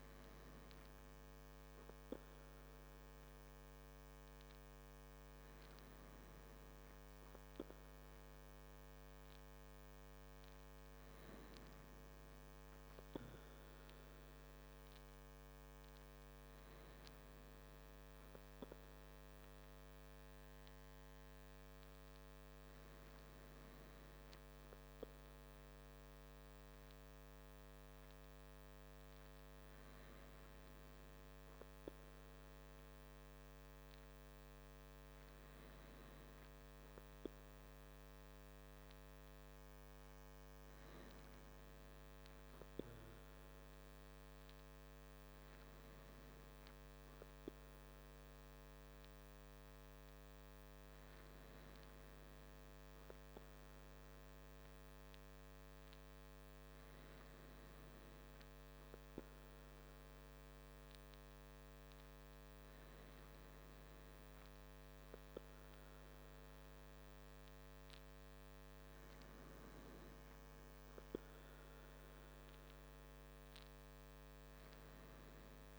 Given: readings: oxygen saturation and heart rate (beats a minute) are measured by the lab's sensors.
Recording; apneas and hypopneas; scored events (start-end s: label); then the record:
breathing in sleep, hard to hear, by a microphone on the trachea; none
none scored
From the record:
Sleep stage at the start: N2 (light sleep); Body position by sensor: on the back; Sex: male